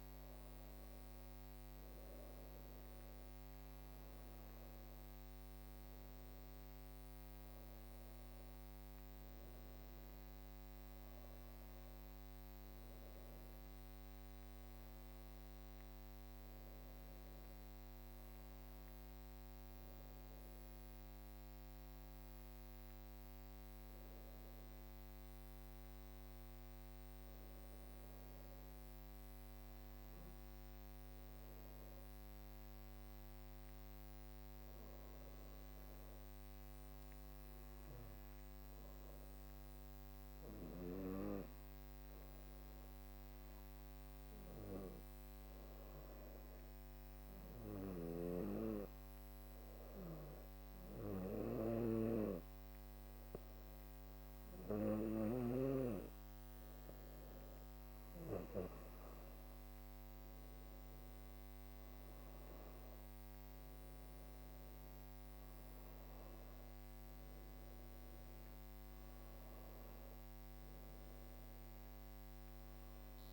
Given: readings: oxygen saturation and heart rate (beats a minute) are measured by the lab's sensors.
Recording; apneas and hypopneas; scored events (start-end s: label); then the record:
breathing in sleep by a microphone on the trachea; 1
29.50-55.50 s: obstructive apnea (oxygen 99% before, 97% lowest, heart rate 61 before, 60 extreme, up 7 after)
59.50-63.00 s: arousal
From the record:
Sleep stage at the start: N2 (light sleep); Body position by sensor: on the back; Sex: female